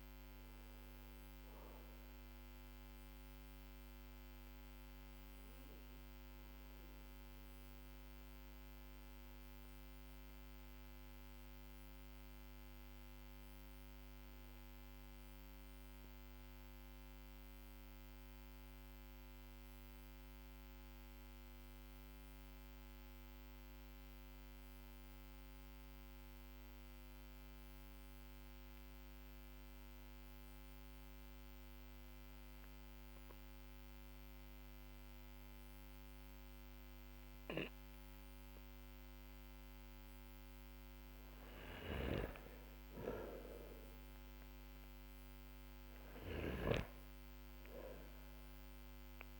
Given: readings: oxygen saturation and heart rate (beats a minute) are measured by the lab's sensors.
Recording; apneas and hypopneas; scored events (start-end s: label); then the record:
breathing in sleep by a microphone on the trachea; 1
0.00-18.00 s: oxygen desaturation (device-marked, oxygen 92% lowest, heart rate 45 extreme)
3.00-44.50 s: mixed apnea (oxygen 97% before, 92% lowest, heart rate 49 before, 39 extreme)
38.00-49.40 s: oxygen desaturation (device-marked, oxygen 99% before, 92% lowest, heart rate 51 before, 39 extreme)
From the record:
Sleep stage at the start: N2 (light sleep); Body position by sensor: on the back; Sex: male